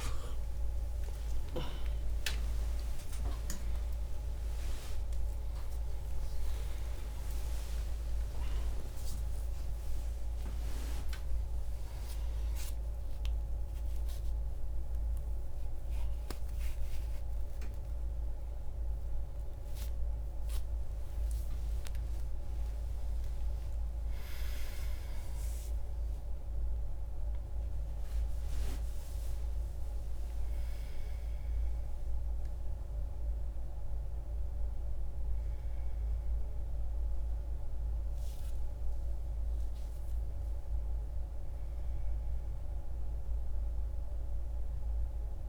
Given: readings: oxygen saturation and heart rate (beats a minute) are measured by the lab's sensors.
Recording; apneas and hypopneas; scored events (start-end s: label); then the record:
a person awake in a sleep study, hard to hear, by a room microphone; none
0.00-31.50 s: oxygen desaturation (device-marked, oxygen 86% lowest)
0.50-30.50 s: new sleep stage, awake
30.50-45.49 s: new sleep stage, N1 (lightest sleep)
From the record:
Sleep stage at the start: N2 (light sleep); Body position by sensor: on the back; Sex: male